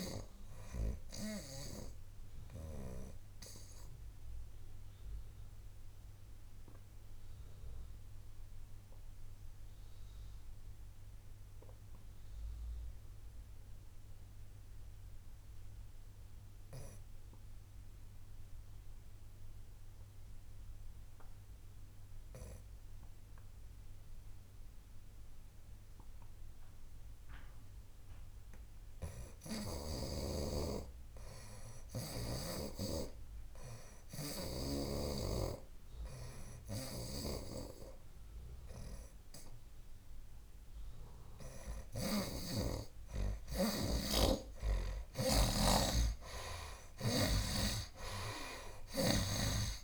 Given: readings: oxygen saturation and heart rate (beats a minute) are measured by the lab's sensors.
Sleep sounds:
breathing in sleep by a room microphone; 1
0.00-19.00 s: oxygen desaturation (device-marked, oxygen 81% lowest, heart rate 64 extreme)
1.50-41.50 s: obstructive apnea (oxygen 96% before, 75% lowest, heart rate 73 before, 64 extreme, up 4 after)
24.00-49.84 s: oxygen desaturation (device-marked, oxygen 96% before, 75% lowest, heart rate 66 before, 65 extreme)
37.00-49.50 s: snoring (device-marked)
45.00-49.00 s: arousal
From the record:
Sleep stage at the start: N2 (light sleep); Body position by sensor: on the right side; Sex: male

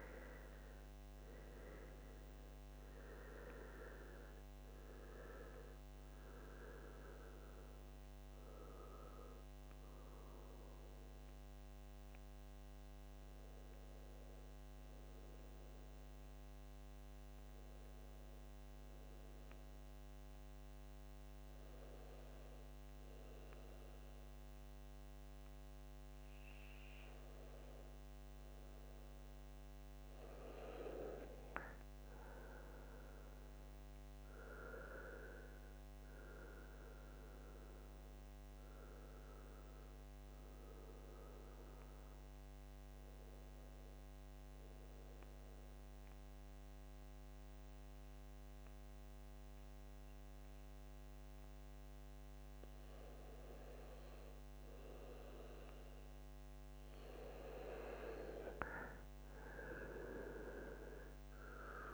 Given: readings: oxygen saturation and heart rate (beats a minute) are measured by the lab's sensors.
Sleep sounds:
breathing in sleep by a microphone on the trachea; 2
0.00-17.00 s: oxygen desaturation (device-marked, oxygen 89% lowest, heart rate 69 extreme)
7.00-31.00 s: mixed apnea (oxygen 95% before, 89% lowest, heart rate 72 before, 68 extreme, up 3 after)
28.00-61.94 s: new sleep stage, N2 (light sleep)
33.00-36.50 s: arousal
33.00-49.00 s: oxygen desaturation (device-marked, oxygen 97% before, 91% lowest, heart rate 72 before, 68 extreme)
39.50-56.50 s: mixed apnea (oxygen 98% before, 88% lowest, heart rate 71 before, 67 extreme, up 4 after)
58.00-61.50 s: arousal
From the record:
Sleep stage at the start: N1 (lightest sleep); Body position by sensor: on the back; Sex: male

